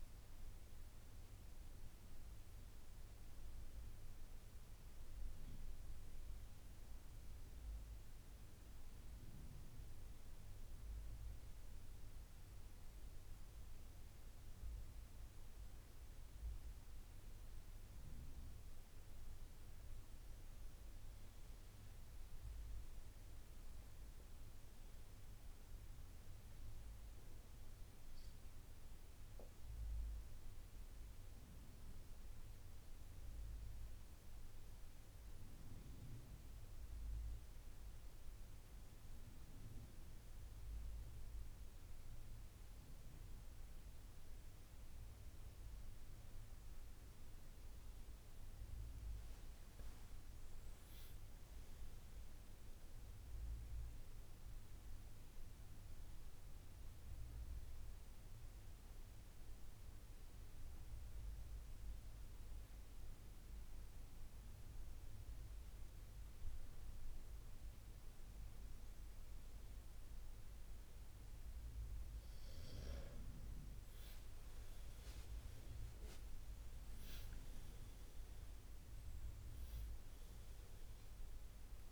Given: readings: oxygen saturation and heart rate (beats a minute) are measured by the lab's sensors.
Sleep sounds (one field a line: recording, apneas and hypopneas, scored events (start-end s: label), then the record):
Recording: breathing in sleep, hard to hear, by a room microphone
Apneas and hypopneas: 2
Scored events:
8.00-20.00 s: obstructive apnea (oxygen 96% before, 92% lowest, heart rate 79 before, 74 extreme, up 4 after)
13.50-25.50 s: oxygen desaturation (device-marked, oxygen 96% before, 93% lowest, heart rate 77 before, 74 extreme)
22.00-25.50 s: arousal
49.00-52.50 s: arousal
54.00-67.50 s: obstructive apnea (oxygen 95% before, 91% lowest, heart rate 78 before, 72 extreme, up 12 after)
74.00-79.00 s: arousal
77.50-81.92 s: oxygen desaturation (device-marked, oxygen 95% before, 91% lowest, heart rate 78 before, 71 extreme)
From the record:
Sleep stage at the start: N2 (light sleep)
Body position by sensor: on the right side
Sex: male